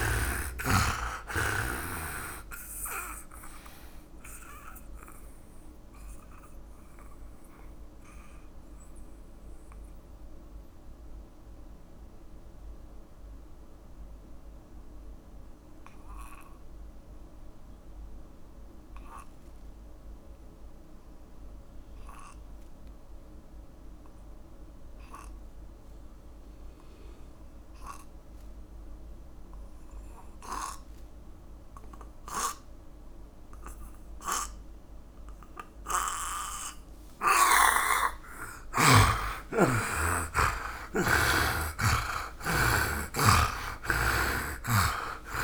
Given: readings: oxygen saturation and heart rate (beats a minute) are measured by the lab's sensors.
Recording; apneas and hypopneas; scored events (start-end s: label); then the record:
breathing in sleep by a room microphone; 1
0.00-1.00 s: arousal
0.00-29.00 s: oxygen desaturation (device-marked, oxygen 78% lowest, heart rate 48 extreme)
5.50-38.00 s: mixed apnea (oxygen 99% before, 78% lowest, heart rate 63 before, 48 extreme, up 28 after)
35.00-45.44 s: oxygen desaturation (device-marked, oxygen 100% before, 78% lowest, heart rate 56 before, 54 extreme)
40.50-45.44 s: arousal
From the record:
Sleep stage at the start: N2 (light sleep); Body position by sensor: on the back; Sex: male